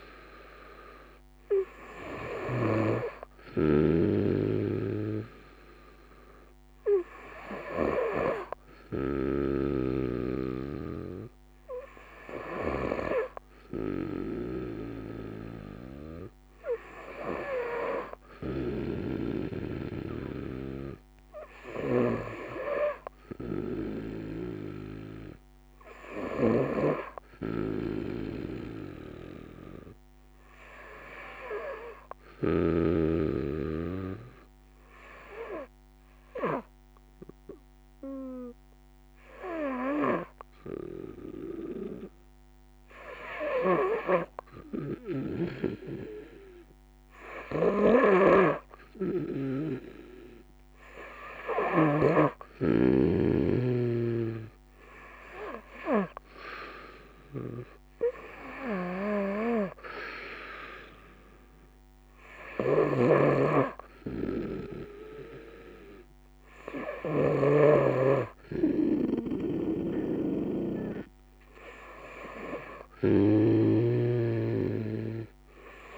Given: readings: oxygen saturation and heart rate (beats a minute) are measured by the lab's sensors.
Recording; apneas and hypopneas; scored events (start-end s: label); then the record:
breathing in sleep by a microphone on the trachea; 1
0.00-2.00 s: snoring (device-marked)
8.00-23.50 s: snoring (device-marked)
25.50-32.00 s: snoring (device-marked)
33.50-49.00 s: hypopnea (oxygen 92% before, 88% lowest, heart rate 67 before, 67 extreme, up 0 after)
46.50-51.00 s: snoring (device-marked)
51.00-53.50 s: arousal
53.00-66.50 s: snoring (device-marked)
56.50-75.50 s: oxygen desaturation (device-marked, oxygen 91% before, 88% lowest, heart rate 69 before, 66 extreme)
68.50-75.97 s: snoring (device-marked)
From the record:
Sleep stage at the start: N2 (light sleep); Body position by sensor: on the front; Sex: female